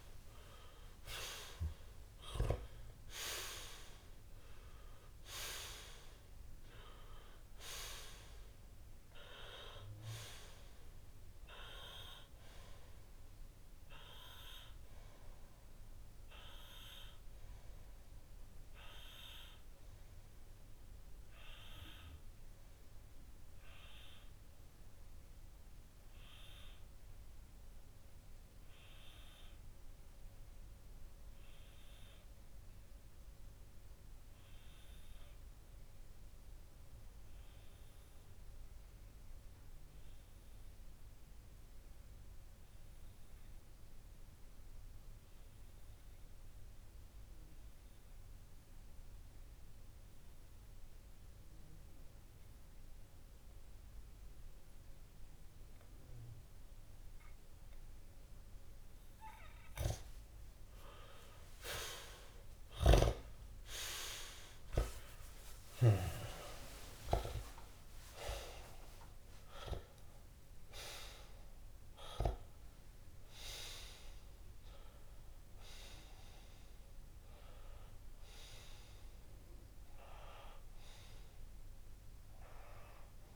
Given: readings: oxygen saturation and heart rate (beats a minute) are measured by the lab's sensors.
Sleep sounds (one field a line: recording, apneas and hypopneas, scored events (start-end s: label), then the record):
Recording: breathing in sleep by a room microphone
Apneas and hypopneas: 1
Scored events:
0.00-2.50 s: arousal
18.00-59.00 s: obstructive apnea (oxygen 95% before, 92% lowest)
49.00-73.00 s: oxygen desaturation (device-marked, oxygen 99% before, 92% lowest)
62.50-67.00 s: arousal
From the record:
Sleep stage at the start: N2 (light sleep)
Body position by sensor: on the left side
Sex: male